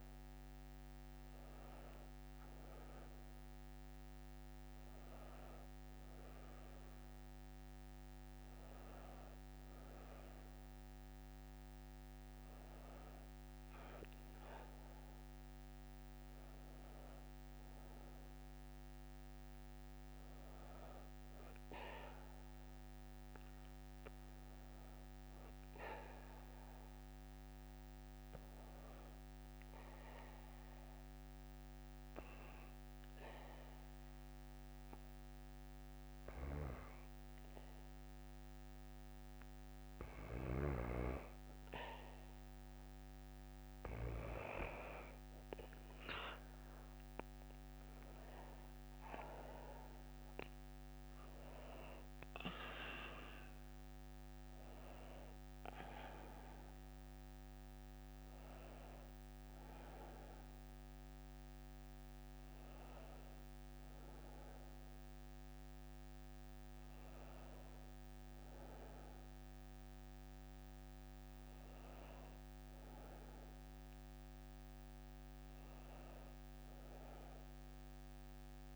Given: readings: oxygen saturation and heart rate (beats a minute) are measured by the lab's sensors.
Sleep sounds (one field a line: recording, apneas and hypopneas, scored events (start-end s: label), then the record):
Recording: breathing in sleep by a microphone on the trachea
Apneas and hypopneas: 1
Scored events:
28.50-41.00 s: obstructive apnea (oxygen 95% before, 91% lowest, heart rate 61 before, 60 extreme, up 3 after)
44.50-48.50 s: arousal
48.50-65.50 s: oxygen desaturation (device-marked, oxygen 94% before, 91% lowest, heart rate 61 before, 59 extreme)
From the record:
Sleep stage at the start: N2 (light sleep)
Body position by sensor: on the back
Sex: female